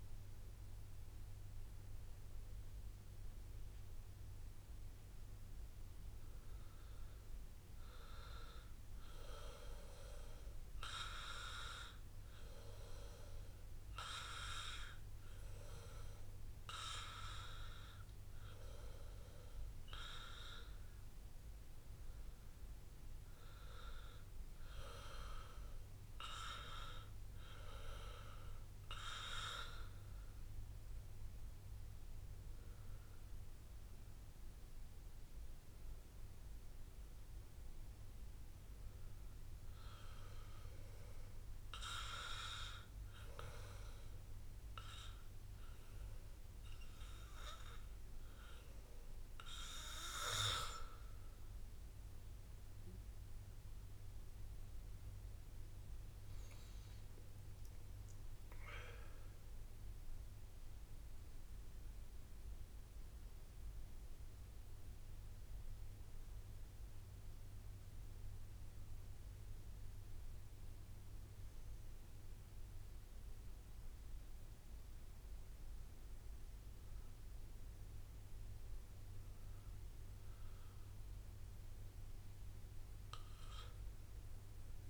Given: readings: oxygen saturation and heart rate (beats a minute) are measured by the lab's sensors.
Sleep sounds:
breathing in sleep by a room microphone; none
59.00-63.50 s: arousal
From the record:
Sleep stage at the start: N2 (light sleep); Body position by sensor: on the back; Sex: male

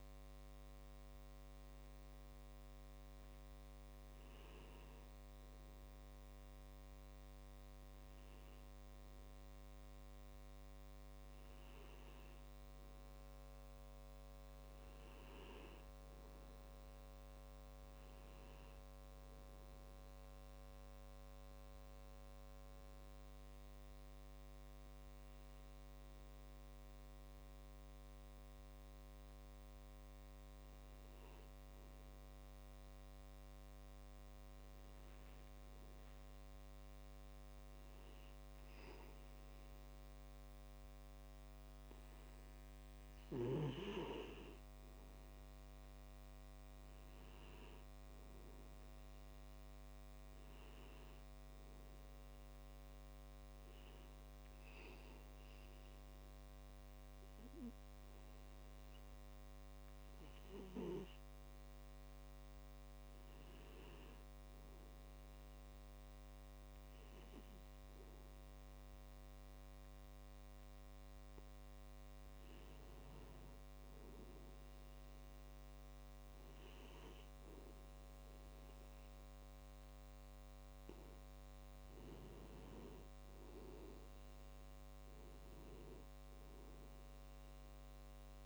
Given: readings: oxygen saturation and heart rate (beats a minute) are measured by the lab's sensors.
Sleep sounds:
breathing in sleep, hard to hear, by a microphone on the trachea; 2
16.50-19.50 s: arousal
21.50-31.50 s: obstructive apnea (oxygen 96% before, 93% lowest)
35.00-38.50 s: arousal
53.00-63.00 s: hypopnea (oxygen 96% before, 93% lowest)
65.00-68.00 s: arousal
68.50-73.50 s: tachycardia (device-marked, heart rate 63 before, 107 extreme)
85.00-88.00 s: arousal
From the record:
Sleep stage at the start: N2 (light sleep); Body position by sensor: on the back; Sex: male

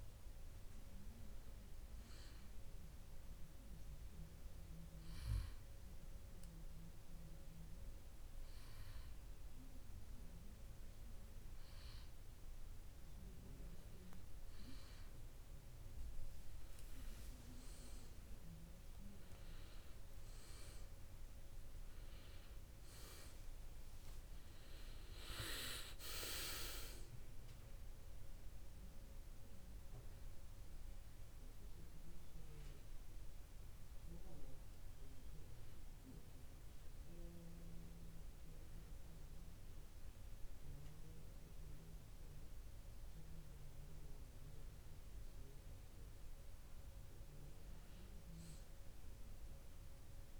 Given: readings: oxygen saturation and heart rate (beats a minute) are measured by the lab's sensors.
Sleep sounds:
breathing in sleep, hard to hear, by a room microphone; none
9.00-39.00 s: new sleep stage, N1 (lightest sleep)
18.50-23.00 s: arousal
39.00-50.40 s: new sleep stage, N2 (light sleep)
From the record:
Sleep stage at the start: N2 (light sleep); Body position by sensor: on the back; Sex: male

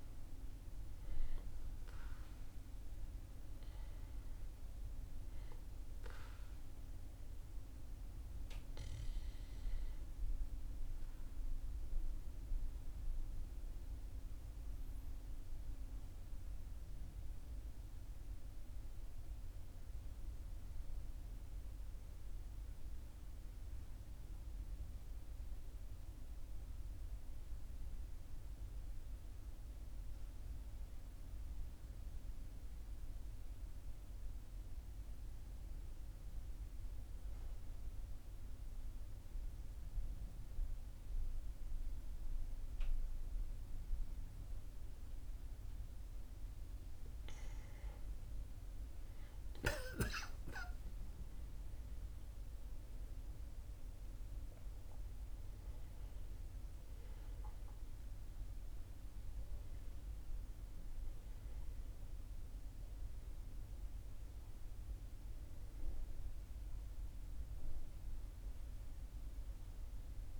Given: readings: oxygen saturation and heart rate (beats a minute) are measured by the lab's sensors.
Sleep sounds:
breathing in sleep, hard to hear, by a room microphone; 1
14.00-47.00 s: mixed apnea (oxygen 98% before, 94% lowest, heart rate 42 before, 38 extreme, up 14 after)
47.00-61.00 s: oxygen desaturation (device-marked, oxygen 98% before, 95% lowest, heart rate 39 before, 40 extreme)
49.00-53.00 s: arousal
58.00-70.39 s: new sleep stage, N1 (lightest sleep)
From the record:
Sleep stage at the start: N2 (light sleep); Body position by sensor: on the back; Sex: male

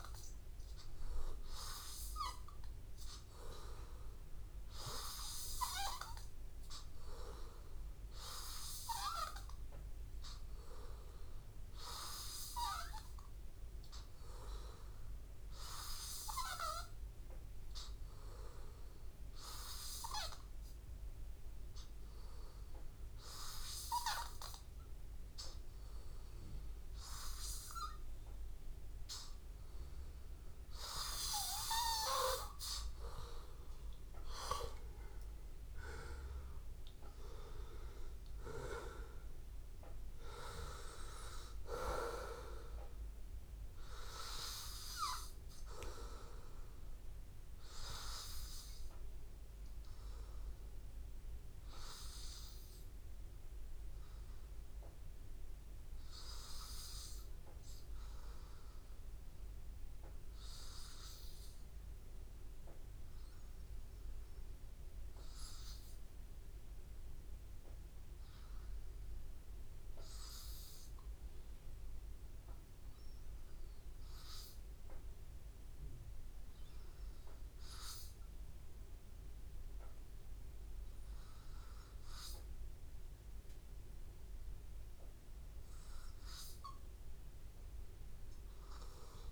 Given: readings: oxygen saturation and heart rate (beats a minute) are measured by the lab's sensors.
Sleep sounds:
breathing in sleep by a room microphone; 2
10.00-14.00 s: arousal
17.00-30.50 s: hypopnea (oxygen 95% before, 91% lowest, heart rate 85 before, 88 extreme, up 0 after)
32.50-35.50 s: arousal
34.50-54.50 s: oxygen desaturation (device-marked, oxygen 94% before, 91% lowest, heart rate 88 before, 86 extreme)
53.00-80.00 s: hypopnea (oxygen 94% before, 91% lowest, heart rate 89 before, 85 extreme, up 0 after)
78.50-89.32 s: oxygen desaturation (device-marked, oxygen 98% before, 91% lowest, heart rate 87 before, 84 extreme)
83.00-86.50 s: arousal
From the record:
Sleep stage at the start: N2 (light sleep); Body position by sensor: on the back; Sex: male

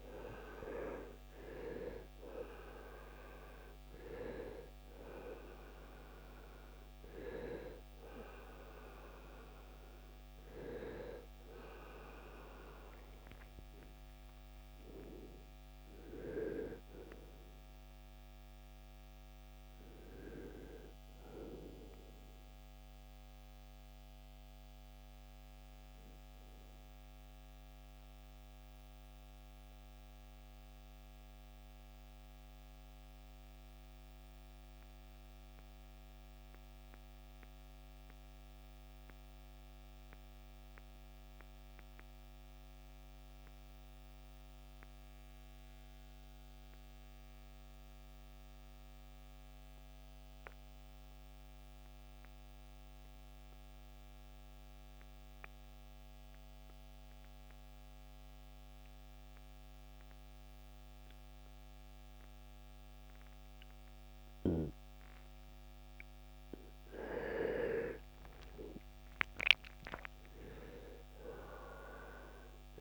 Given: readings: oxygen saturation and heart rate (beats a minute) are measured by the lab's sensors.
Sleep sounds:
breathing in sleep by a microphone on the trachea; 1
0.00-44.50 s: oxygen desaturation (device-marked, oxygen 76% lowest, heart rate 43 extreme)
28.00-66.00 s: mixed apnea (oxygen 90% before, 76% lowest, heart rate 85 before, 55 extreme, up 21 after)
From the record:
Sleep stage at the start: REM sleep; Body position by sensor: on the right side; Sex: male

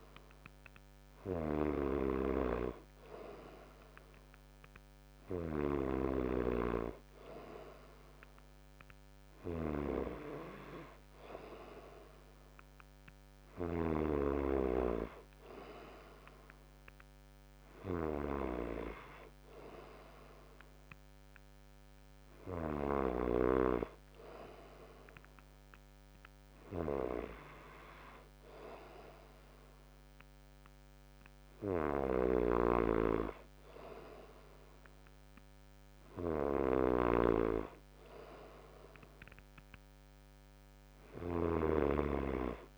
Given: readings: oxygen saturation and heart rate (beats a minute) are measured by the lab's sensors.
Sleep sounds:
breathing in sleep by a microphone on the trachea; none
32.50-42.00 s: snoring (device-marked)
From the record:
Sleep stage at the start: N2 (light sleep); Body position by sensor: on the right side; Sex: male

